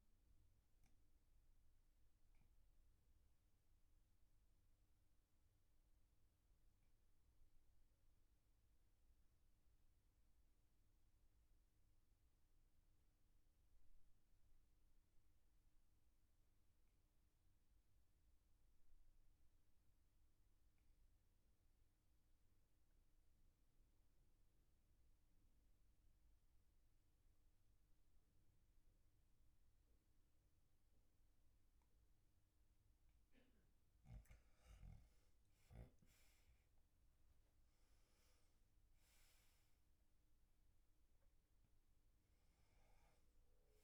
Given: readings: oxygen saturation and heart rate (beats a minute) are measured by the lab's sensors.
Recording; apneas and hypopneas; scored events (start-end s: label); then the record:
breathing in sleep, hard to hear, by a room microphone; 1
0.50-33.00 s: obstructive apnea (oxygen 99% before, 92% lowest, heart rate 50 before, 41 extreme, up 9 after)
35.00-39.50 s: arousal
From the record:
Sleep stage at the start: N2 (light sleep); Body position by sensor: on the back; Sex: male